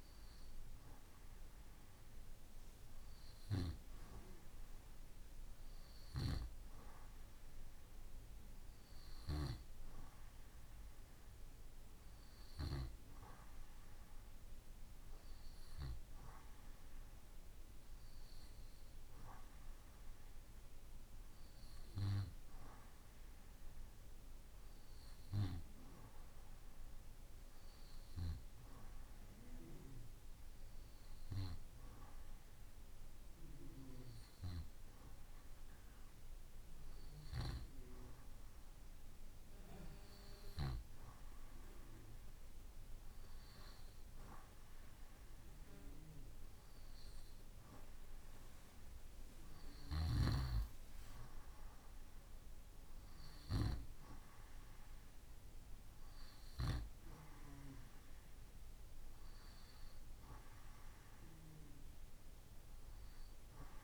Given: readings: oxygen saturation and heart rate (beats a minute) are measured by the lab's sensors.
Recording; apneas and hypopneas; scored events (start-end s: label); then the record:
breathing in sleep by a room microphone; none
none scored
From the record:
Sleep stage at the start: N2 (light sleep); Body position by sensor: on the right side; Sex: male